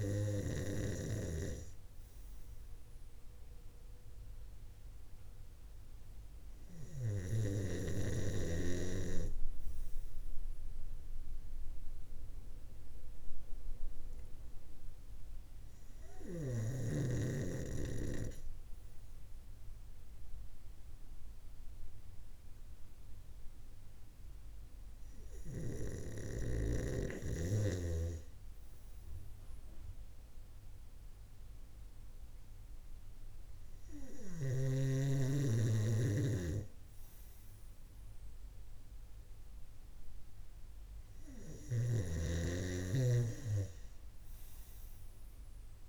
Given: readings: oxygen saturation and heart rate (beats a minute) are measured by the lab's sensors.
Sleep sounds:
breathing in sleep by a room microphone; none
none scored
From the record:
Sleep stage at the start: N2 (light sleep); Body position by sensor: on the right side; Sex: male

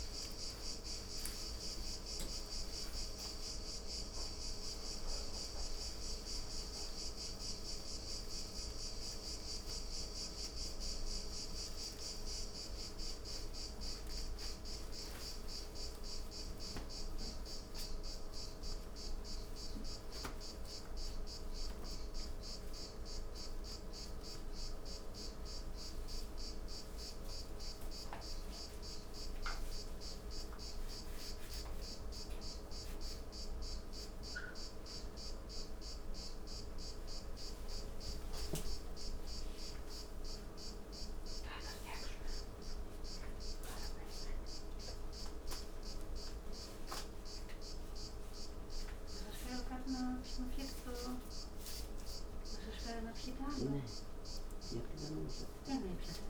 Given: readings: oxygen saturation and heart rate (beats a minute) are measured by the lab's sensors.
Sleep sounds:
a person awake in a sleep study, by a room microphone; none
none scored
From the record:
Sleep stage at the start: awake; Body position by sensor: upright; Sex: female

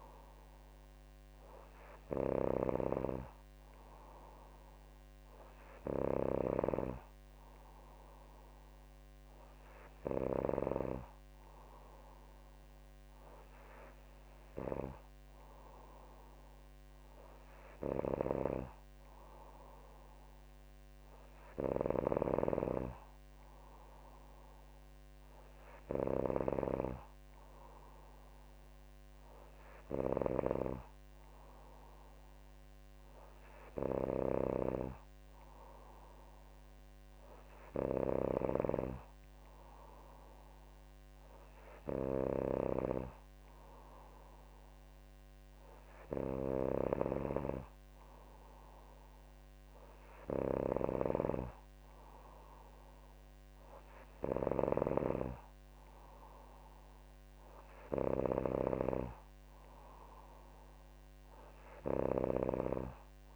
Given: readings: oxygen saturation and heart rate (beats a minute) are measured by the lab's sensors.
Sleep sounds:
breathing in sleep by a microphone on the trachea; none
none scored
From the record:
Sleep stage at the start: N3 (deep sleep); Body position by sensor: on the back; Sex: female

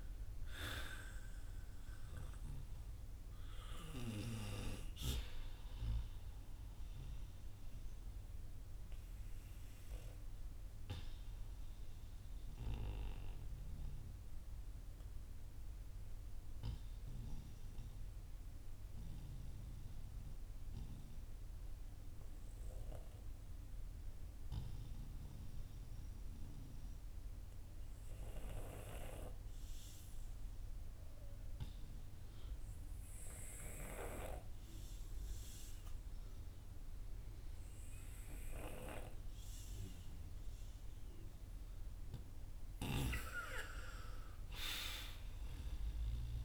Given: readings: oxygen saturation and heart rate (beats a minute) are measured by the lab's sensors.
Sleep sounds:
breathing in sleep by a room microphone; 1
5.50-42.00 s: obstructive apnea (oxygen 96% before, 89% lowest, heart rate 60 before, 48 extreme, up 7 after)
22.50-31.50 s: oxygen desaturation (device-marked, oxygen 93% before, 89% lowest, heart rate 56 before, 53 extreme)
43.00-46.00 s: arousal
44.50-46.45 s: oxygen desaturation (device-marked, oxygen 97% before, 93% lowest, heart rate 55 before, 51 extreme)
From the record:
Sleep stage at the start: N2 (light sleep); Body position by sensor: on the back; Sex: male

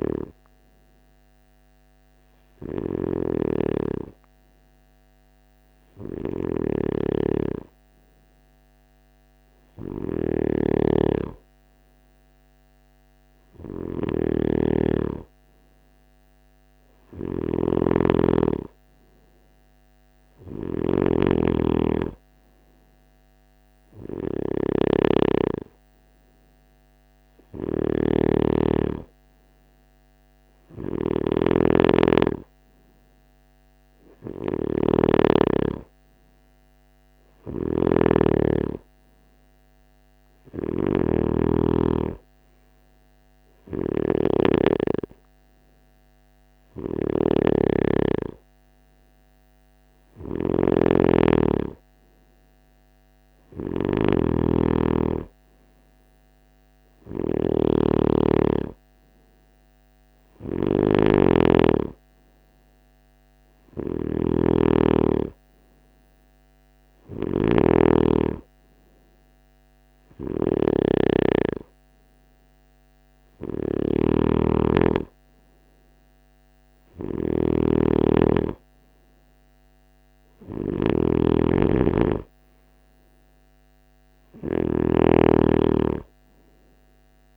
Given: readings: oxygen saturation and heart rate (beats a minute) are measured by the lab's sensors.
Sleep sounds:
breathing in sleep by a microphone on the trachea; none
0.00-87.37 s: snoring (device-marked)
5.50-87.37 s: new sleep stage, N3 (deep sleep)
From the record:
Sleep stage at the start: N2 (light sleep); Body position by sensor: on the right side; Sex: male

